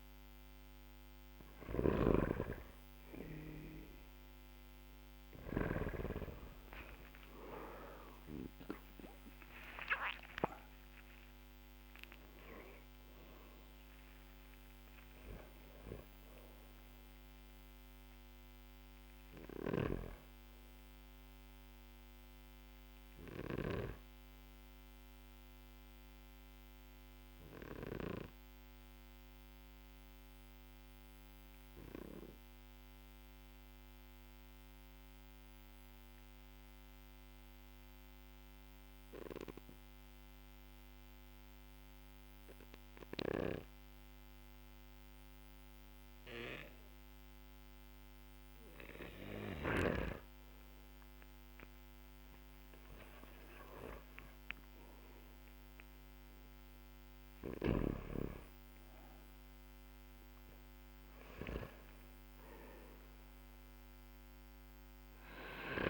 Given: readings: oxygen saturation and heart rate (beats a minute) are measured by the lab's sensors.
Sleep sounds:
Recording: breathing in sleep by a microphone on the trachea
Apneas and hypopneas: 1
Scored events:
0.00-1.50 s: arousal
0.00-5.50 s: snoring (device-marked)
0.00-42.00 s: oxygen desaturation (device-marked, oxygen 92% lowest, heart rate 44 extreme)
19.00-23.50 s: snoring (device-marked)
25.50-50.00 s: obstructive apnea (oxygen 98% before, 92% lowest, heart rate 59 before, 43 extreme, up 3 after)
52.50-57.50 s: arousal
62.00-65.90 s: oxygen desaturation (device-marked, oxygen 99% before, 94% lowest, heart rate 59 before, 43 extreme)
From the record:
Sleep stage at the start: N2 (light sleep)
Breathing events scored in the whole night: 324 in 5.7 hours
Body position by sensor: on the back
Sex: male

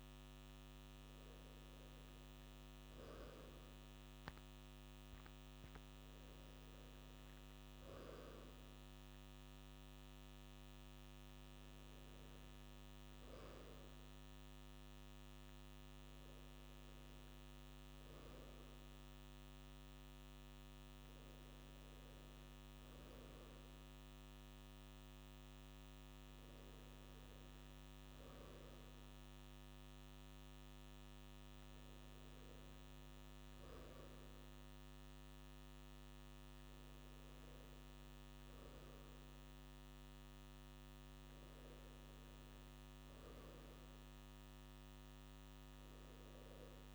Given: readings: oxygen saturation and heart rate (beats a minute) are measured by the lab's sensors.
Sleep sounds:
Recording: a person awake in a sleep study, hard to hear, by a microphone on the trachea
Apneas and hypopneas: none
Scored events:
none scored
From the record:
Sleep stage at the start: awake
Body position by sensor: on the right side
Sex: male

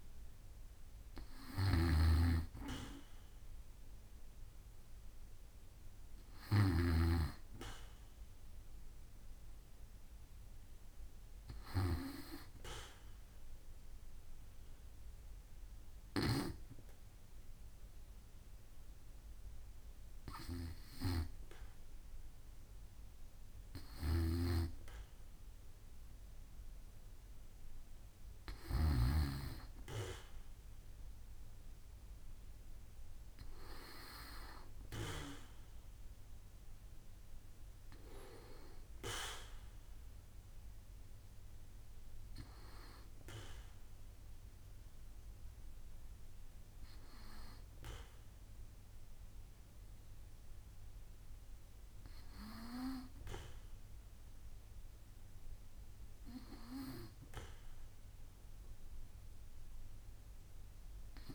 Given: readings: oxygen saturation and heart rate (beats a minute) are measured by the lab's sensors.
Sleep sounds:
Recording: breathing in sleep by a room microphone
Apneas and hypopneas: 1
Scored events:
0.00-2.00 s: arousal
1.50-7.00 s: snoring (device-marked)
13.50-24.50 s: hypopnea (oxygen 97% before, 94% lowest, heart rate 68 before, 66 extreme, up 5 after)
23.50-29.00 s: snoring (device-marked)
30.00-33.50 s: arousal
From the record:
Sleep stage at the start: N2 (light sleep)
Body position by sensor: on the back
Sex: male

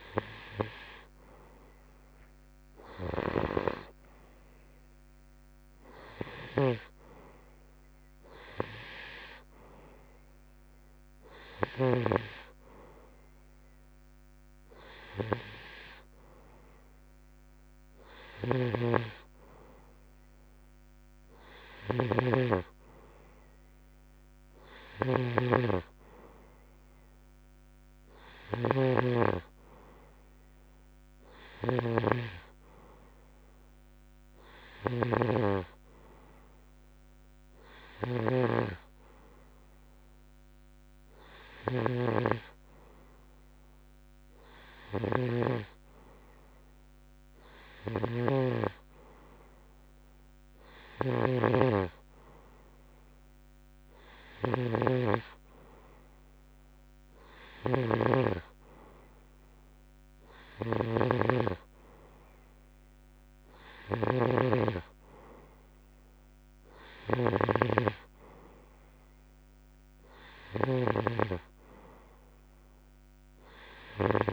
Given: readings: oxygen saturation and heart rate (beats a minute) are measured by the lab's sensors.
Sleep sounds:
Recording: breathing in sleep by a microphone on the trachea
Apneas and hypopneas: none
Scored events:
6.50-12.50 s: snoring (device-marked)
22.00-35.50 s: snoring (device-marked)
42.00-58.50 s: snoring (device-marked)
From the record:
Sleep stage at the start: N2 (light sleep)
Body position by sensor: on the right side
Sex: male

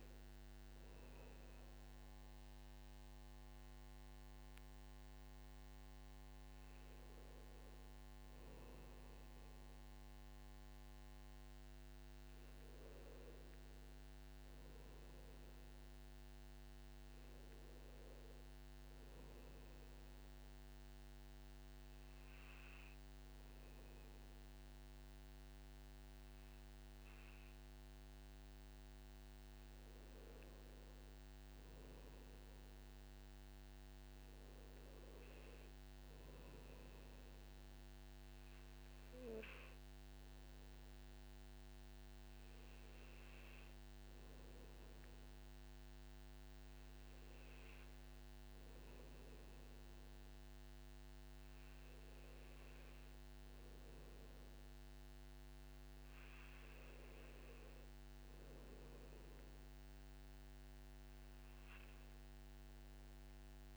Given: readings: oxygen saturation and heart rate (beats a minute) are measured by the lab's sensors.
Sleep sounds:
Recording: breathing in sleep, hard to hear, by a microphone on the trachea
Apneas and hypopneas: 1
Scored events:
19.50-30.50 s: obstructive apnea (oxygen 98% before, 95% lowest, heart rate 59 before, 57 extreme, up 5 after)
33.00-36.50 s: arousal
From the record:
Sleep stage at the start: N2 (light sleep)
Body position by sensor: on the back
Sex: male

